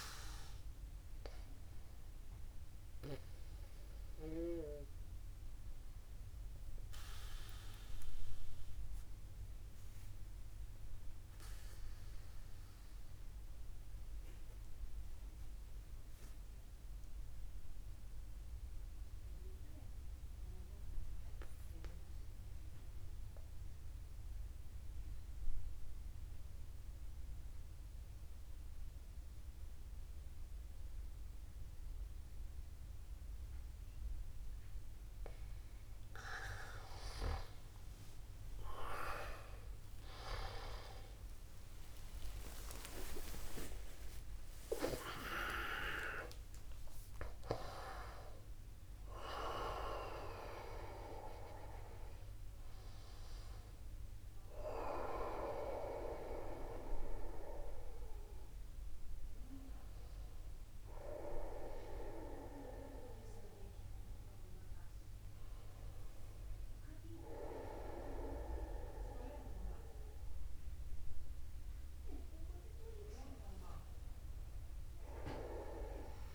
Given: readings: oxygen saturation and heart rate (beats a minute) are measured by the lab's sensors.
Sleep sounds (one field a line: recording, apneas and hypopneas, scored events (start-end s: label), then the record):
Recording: a person awake in a sleep study, by a room microphone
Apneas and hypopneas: 1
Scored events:
7.00-35.00 s: obstructive apnea (oxygen 97% before, 92% lowest, heart rate 50 before, 50 extreme, up 46 after)
34.00-76.34 s: new sleep stage, awake
34.50-36.50 s: long interval between heartbeats (device-marked, heart rate 51 before, 57 extreme)
41.00-43.00 s: long interval between heartbeats (device-marked, heart rate 54 before, 65 extreme)
43.50-45.50 s: long interval between heartbeats (device-marked, heart rate 57 before, 97 extreme)
45.50-47.50 s: long interval between heartbeats (device-marked, heart rate 61 before, 115 extreme)
47.50-49.50 s: long interval between heartbeats (device-marked, heart rate 68 before, 109 extreme)
68.00-76.34 s: oxygen desaturation (device-marked, oxygen 97% before, 92% lowest, heart rate 65 before, 49 extreme)
From the record:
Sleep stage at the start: N2 (light sleep)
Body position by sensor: upright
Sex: male